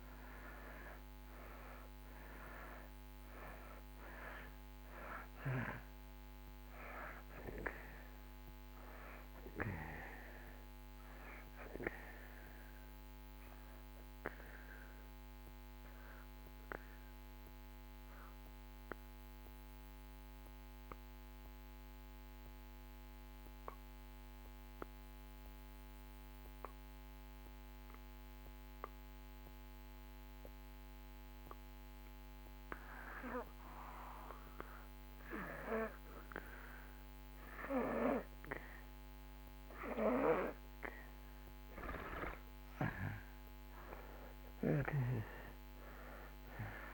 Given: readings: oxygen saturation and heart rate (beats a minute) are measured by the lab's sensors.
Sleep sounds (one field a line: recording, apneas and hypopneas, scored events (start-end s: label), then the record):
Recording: breathing in sleep by a microphone on the trachea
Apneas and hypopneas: 1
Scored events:
0.00-27.50 s: oxygen desaturation (device-marked, oxygen 74% lowest)
11.50-39.50 s: obstructive apnea (oxygen 97% before, 74% lowest)
40.50-46.94 s: oxygen desaturation (device-marked, oxygen 96% before, 80% lowest)
42.00-46.50 s: arousal
From the record:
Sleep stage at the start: N2 (light sleep)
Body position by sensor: on the back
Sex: male